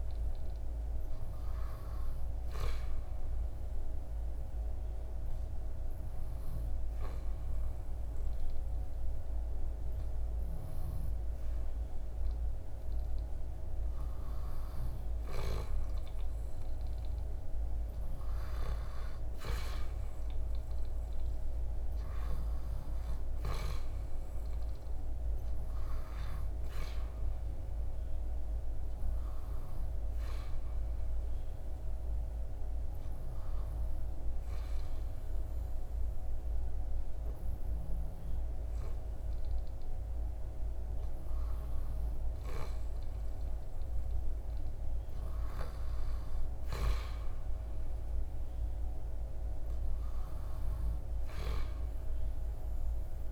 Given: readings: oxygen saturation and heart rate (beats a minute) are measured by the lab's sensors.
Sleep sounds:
breathing in sleep, hard to hear, by a room microphone; 2
3.00-13.50 s: hypopnea (oxygen 97% before, 95% lowest, heart rate 77 before, 76 extreme, up 3 after)
17.50-22.50 s: arousal
28.50-40.00 s: hypopnea (oxygen 97% before, 93% lowest, heart rate 78 before, 76 extreme, up 3 after)
42.50-47.50 s: arousal
From the record:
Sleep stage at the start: N2 (light sleep); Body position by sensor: on the back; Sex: male

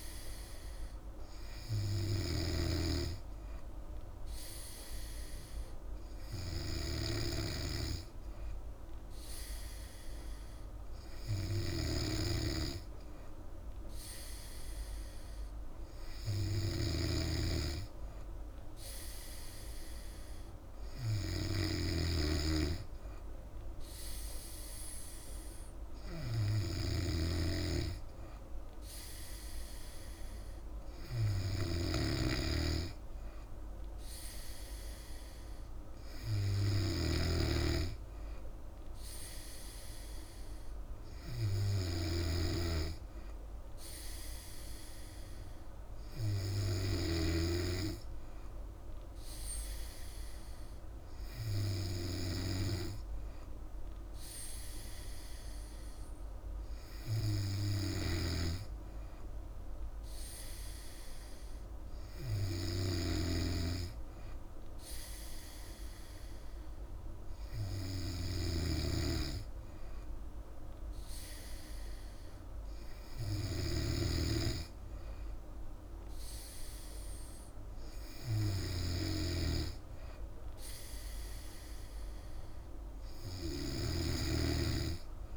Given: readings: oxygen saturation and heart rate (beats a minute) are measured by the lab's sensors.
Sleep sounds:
breathing in sleep by a room microphone; none
0.00-2.50 s: snoring (device-marked)
16.50-85.37 s: snoring (device-marked)
From the record:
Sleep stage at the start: N3 (deep sleep); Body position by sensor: on the back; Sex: female

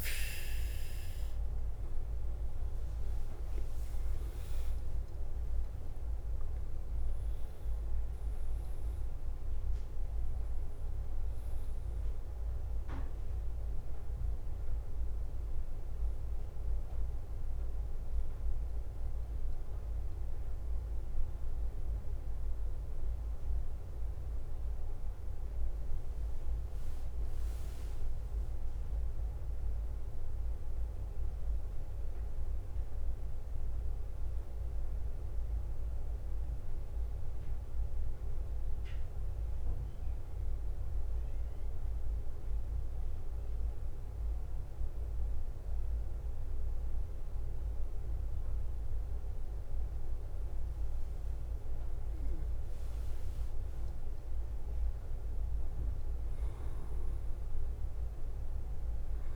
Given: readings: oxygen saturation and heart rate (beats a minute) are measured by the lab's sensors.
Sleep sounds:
breathing in sleep, hard to hear, by a room microphone; 2
0.00-59.36 s: bradycardia (device-marked, heart rate 42 extreme)
19.00-29.00 s: obstructive apnea (oxygen 99% before, 93% lowest, heart rate 53 before, 42 extreme, up 10 after)
28.00-36.00 s: oxygen desaturation (device-marked, oxygen 97% before, 94% lowest, heart rate 50 before, 48 extreme)
30.50-34.50 s: arousal
38.50-51.50 s: obstructive apnea (oxygen 98% before, 93% lowest, heart rate 48 before, 46 extreme, up 3 after)
54.00-57.50 s: arousal
From the record:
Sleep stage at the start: N2 (light sleep); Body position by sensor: on the back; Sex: male

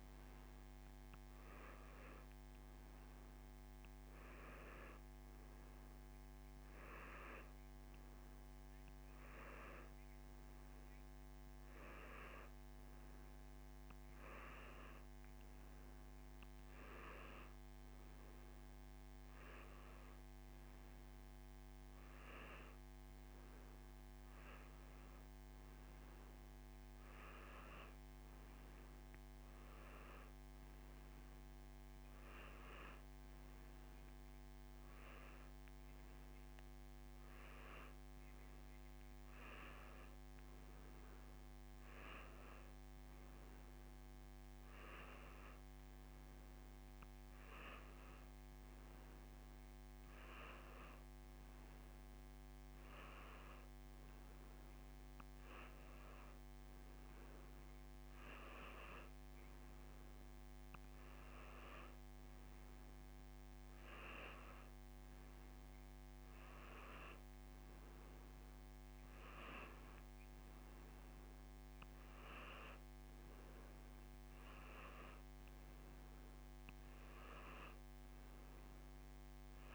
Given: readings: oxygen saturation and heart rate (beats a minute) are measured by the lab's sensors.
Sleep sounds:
breathing in sleep by a microphone on the trachea; none
none scored
From the record:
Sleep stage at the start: N2 (light sleep); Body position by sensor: on the back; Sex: male

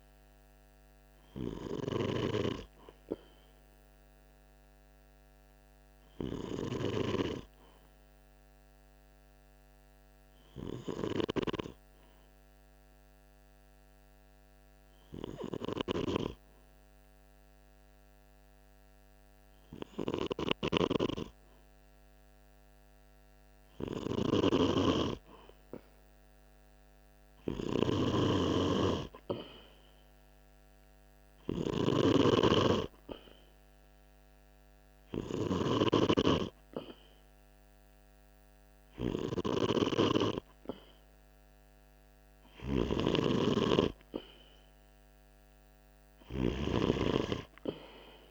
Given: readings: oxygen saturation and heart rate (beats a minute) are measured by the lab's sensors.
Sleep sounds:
breathing in sleep by a microphone on the trachea; 1
3.00-22.50 s: obstructive apnea (oxygen 96% before, 94% lowest, heart rate 48 before, 47 extreme, up 1 after)
25.00-28.00 s: arousal
From the record:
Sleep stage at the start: N2 (light sleep); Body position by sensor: on the right side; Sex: male

